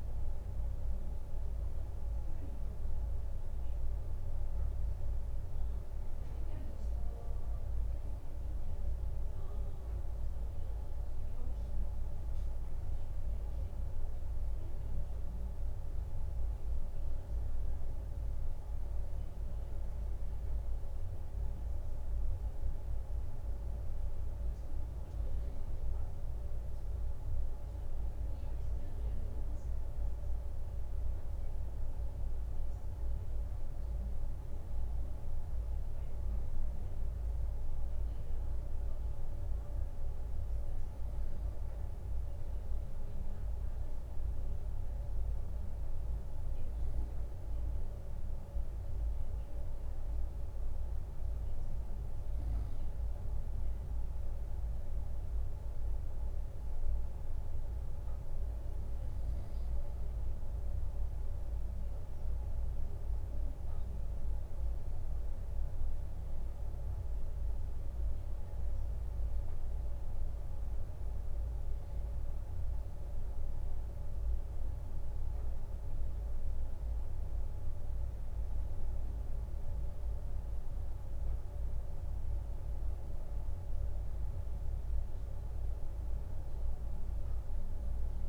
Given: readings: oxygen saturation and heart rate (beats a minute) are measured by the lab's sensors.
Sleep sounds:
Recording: breathing in sleep, hard to hear, by a room microphone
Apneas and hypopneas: none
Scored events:
none scored
From the record:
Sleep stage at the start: N2 (light sleep)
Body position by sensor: on the right side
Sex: male

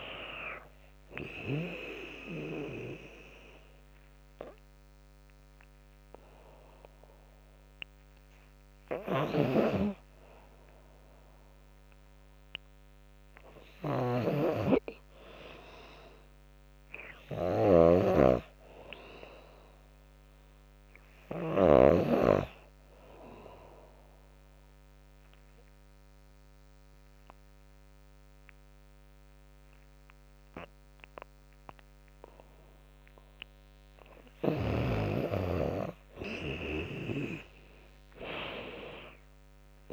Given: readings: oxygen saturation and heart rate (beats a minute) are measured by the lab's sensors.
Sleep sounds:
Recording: breathing in sleep by a microphone on the trachea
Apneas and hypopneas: 1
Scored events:
0.00-6.00 s: drop in pulse transit time (device-marked, heart rate 87 extreme)
0.00-17.00 s: oxygen desaturation (device-marked, oxygen 92% lowest, heart rate 76 extreme)
2.50-4.50 s: long interval between heartbeats (device-marked, heart rate 93 before, 100 extreme)
6.50-8.50 s: long interval between heartbeats (device-marked, heart rate 93 before, 98 extreme)
8.50-21.50 s: snoring (device-marked)
17.00-20.00 s: arousal
23.50-33.50 s: obstructive apnea (oxygen 98% before, 92% lowest, heart rate 87 before, 70 extreme, up 28 after)
25.00-27.00 s: long interval between heartbeats (device-marked, heart rate 86 before, 97 extreme)
27.50-29.50 s: long interval between heartbeats (device-marked, heart rate 87 before, 98 extreme)
34.00-36.00 s: long interval between heartbeats (device-marked, heart rate 89 before, 88 extreme)
34.00-39.92 s: tachycardia (device-marked, heart rate 98 before, 113 extreme)
35.00-38.00 s: arousal
36.00-38.00 s: long interval between heartbeats (device-marked, heart rate 90 before, 98 extreme)
36.00-39.92 s: drop in pulse transit time (device-marked, heart rate 90 before, 86 extreme)
From the record:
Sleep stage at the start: N2 (light sleep)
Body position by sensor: on the back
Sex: female

